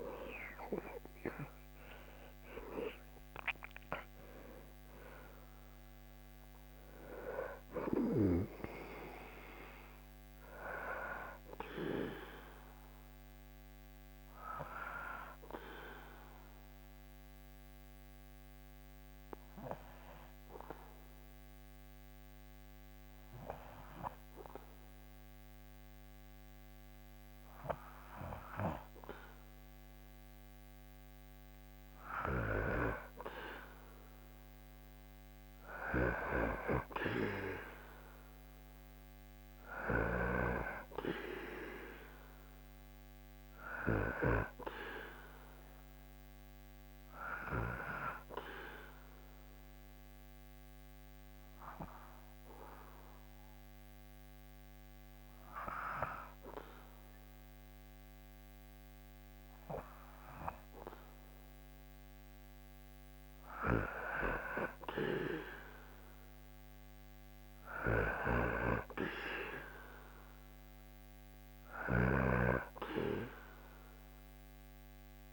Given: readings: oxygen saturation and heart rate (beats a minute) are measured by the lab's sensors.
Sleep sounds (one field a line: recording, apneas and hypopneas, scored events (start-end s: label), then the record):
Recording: breathing in sleep by a microphone on the trachea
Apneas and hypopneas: 2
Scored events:
0.00-3.00 s: arousal
16.00-31.00 s: obstructive apnea (oxygen 98% before, 95% lowest, heart rate 79 before, 68 extreme, up 5 after)
33.50-38.00 s: arousal
38.50-57.50 s: oxygen desaturation (device-marked, oxygen 99% before, 95% lowest, heart rate 75 before, 68 extreme)
48.00-62.00 s: obstructive apnea (oxygen 99% before, 95% lowest, heart rate 73 before, 68 extreme, up 9 after)
64.50-68.50 s: arousal
From the record:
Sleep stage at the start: N2 (light sleep)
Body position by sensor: on the back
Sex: male